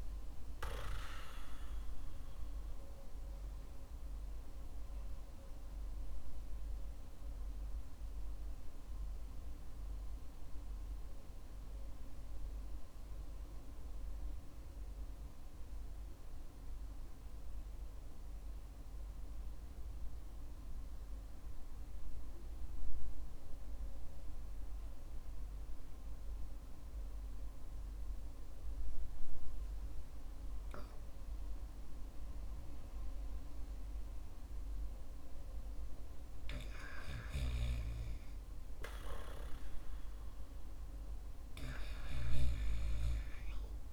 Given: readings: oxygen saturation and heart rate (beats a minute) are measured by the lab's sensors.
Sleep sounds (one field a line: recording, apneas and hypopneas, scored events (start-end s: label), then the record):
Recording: breathing in sleep by a room microphone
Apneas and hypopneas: 1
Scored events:
6.50-34.50 s: obstructive apnea (oxygen 97% before, 89% lowest, heart rate 55 before, 52 extreme, up 7 after)
22.00-40.00 s: oxygen desaturation (device-marked, oxygen 96% before, 89% lowest, heart rate 52 before, 54 extreme)
From the record:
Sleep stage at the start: REM sleep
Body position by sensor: on the back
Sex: male